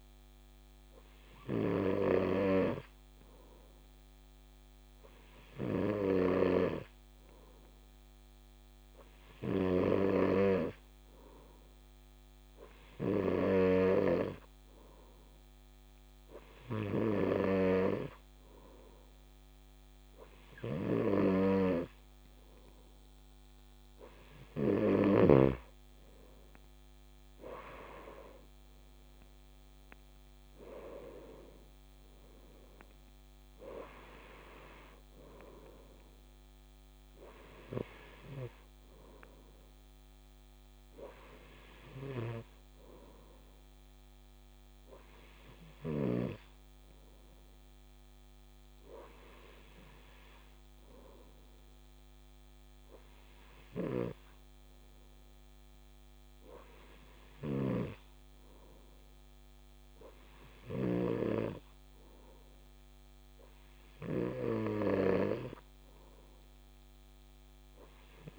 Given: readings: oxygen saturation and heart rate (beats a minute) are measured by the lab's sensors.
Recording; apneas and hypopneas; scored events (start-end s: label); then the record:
breathing in sleep by a microphone on the trachea; none
6.50-14.00 s: snoring (device-marked)
57.50-64.50 s: snoring (device-marked)
From the record:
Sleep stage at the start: N2 (light sleep); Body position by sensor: on the right side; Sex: male